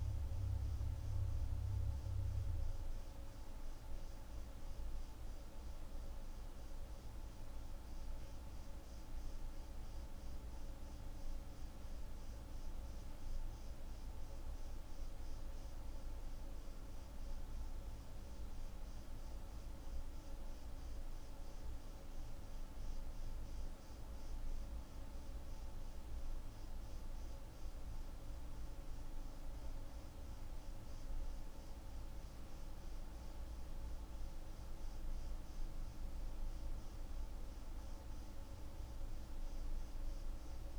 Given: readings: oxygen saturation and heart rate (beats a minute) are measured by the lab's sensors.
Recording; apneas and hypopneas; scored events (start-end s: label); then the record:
breathing in sleep, hard to hear, by a room microphone; none
none scored
From the record:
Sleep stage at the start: N1 (lightest sleep); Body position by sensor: on the right side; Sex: female